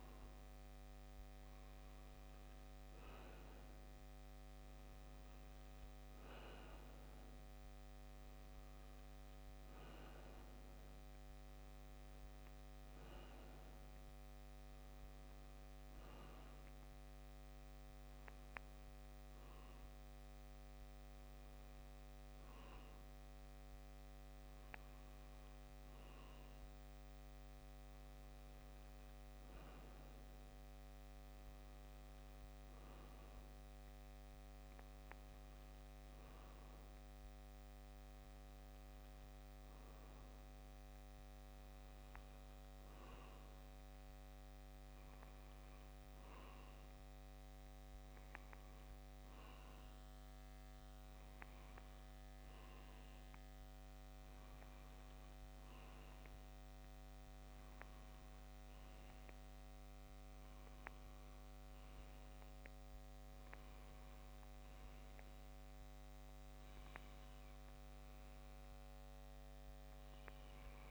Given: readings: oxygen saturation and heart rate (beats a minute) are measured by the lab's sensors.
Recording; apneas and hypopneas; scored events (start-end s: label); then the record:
breathing in sleep, hard to hear, by a microphone on the trachea; none
none scored
From the record:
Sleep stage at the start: N2 (light sleep); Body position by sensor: on the left side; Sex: male